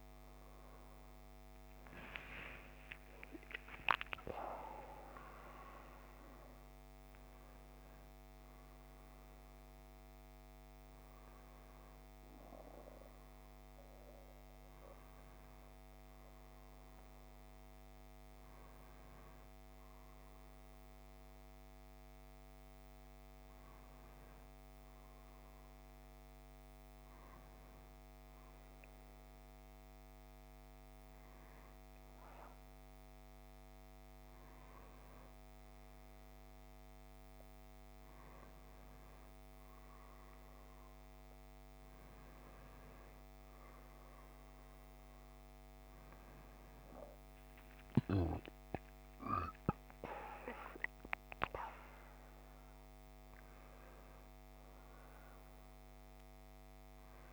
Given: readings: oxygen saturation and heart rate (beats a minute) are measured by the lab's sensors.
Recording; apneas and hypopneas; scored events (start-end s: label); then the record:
a person awake in a sleep study, by a microphone on the trachea; none
none scored
From the record:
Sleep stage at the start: awake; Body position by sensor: on the back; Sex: male